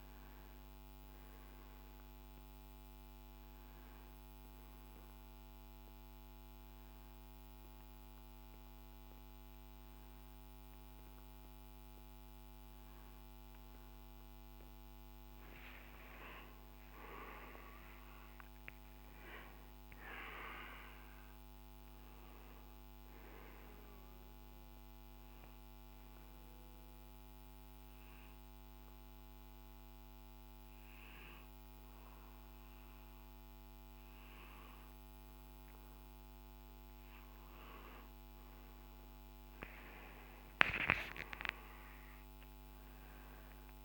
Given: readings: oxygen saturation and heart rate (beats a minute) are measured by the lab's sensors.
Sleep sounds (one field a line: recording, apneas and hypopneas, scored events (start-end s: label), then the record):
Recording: breathing in sleep by a microphone on the trachea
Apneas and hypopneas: 2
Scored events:
0.00-10.50 s: oxygen desaturation (device-marked, oxygen 91% lowest, heart rate 55 extreme)
4.00-15.00 s: hypopnea (oxygen 96% before, 91% lowest, heart rate 65 before, 55 extreme, up 10 after)
4.50-43.85 s: new sleep stage, N2 (light sleep)
16.00-21.00 s: arousal
21.50-30.50 s: oxygen desaturation (device-marked, oxygen 97% before, 92% lowest, heart rate 70 before, 55 extreme)
25.50-37.50 s: obstructive apnea (oxygen 97% before, 91% lowest, heart rate 71 before, 55 extreme, up 15 after)
39.50-43.50 s: arousal
From the record:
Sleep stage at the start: N1 (lightest sleep)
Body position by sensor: on the right side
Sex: male